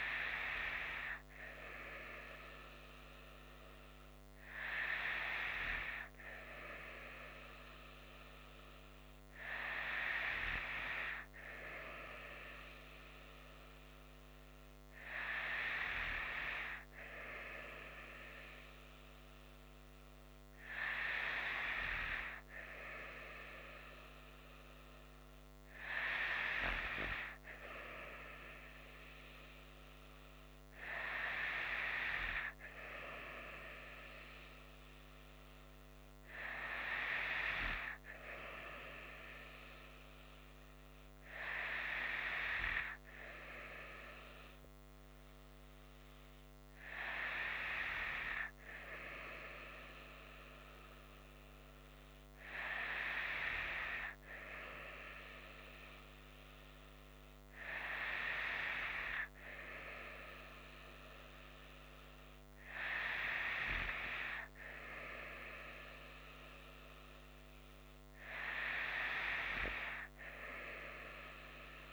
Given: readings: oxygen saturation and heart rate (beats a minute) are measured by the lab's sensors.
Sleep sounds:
breathing in sleep by a microphone on the trachea; none
none scored
From the record:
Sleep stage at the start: N2 (light sleep); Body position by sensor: on the right side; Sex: female

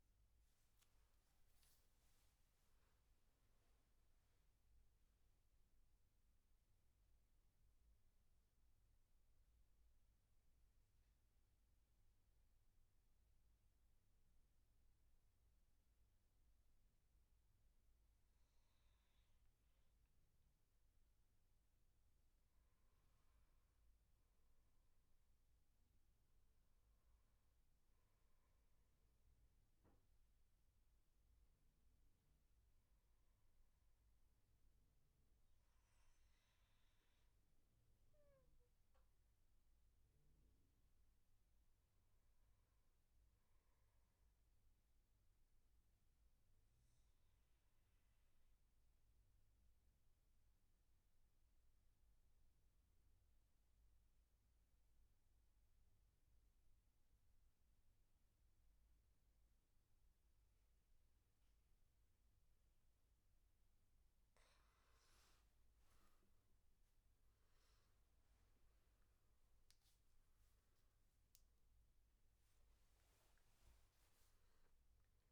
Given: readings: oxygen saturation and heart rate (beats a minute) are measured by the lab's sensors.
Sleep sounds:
breathing in sleep, hard to hear, by a room microphone; 2
5.00-21.00 s: obstructive apnea (oxygen 97% before, 92% lowest, heart rate 86 before, 71 extreme, up 10 after)
23.50-27.50 s: arousal
39.00-75.32 s: new sleep stage, N2 (light sleep)
46.00-63.00 s: mixed apnea (oxygen 97% before, 91% lowest, heart rate 75 before, 69 extreme, up 13 after)
61.00-75.32 s: oxygen desaturation (device-marked, oxygen 97% before, 92% lowest, heart rate 75 before, 69 extreme)
64.50-68.50 s: arousal
From the record:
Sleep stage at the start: N1 (lightest sleep); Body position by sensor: on the back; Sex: male

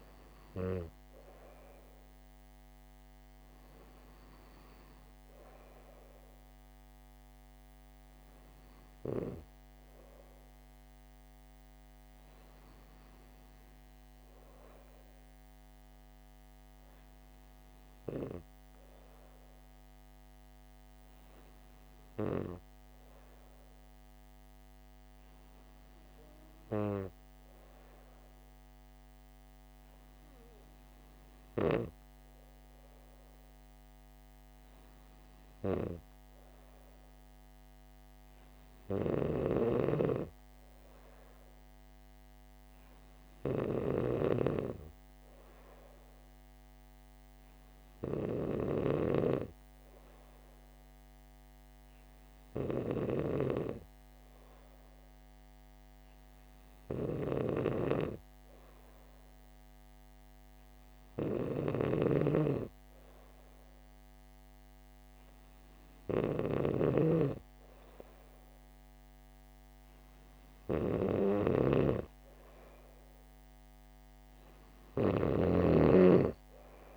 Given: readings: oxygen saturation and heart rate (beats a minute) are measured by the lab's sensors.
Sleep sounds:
breathing in sleep by a microphone on the trachea; 1
9.50-28.50 s: hypopnea (oxygen 98% before, 93% lowest, heart rate 67 before, 64 extreme)
25.50-41.50 s: oxygen desaturation (device-marked, oxygen 98% before, 93% lowest, heart rate 68 before, 65 extreme)
33.00-36.50 s: arousal
39.50-49.50 s: snoring (device-marked)
62.00-76.97 s: snoring (device-marked)
From the record:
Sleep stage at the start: N2 (light sleep); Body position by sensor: on the back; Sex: female

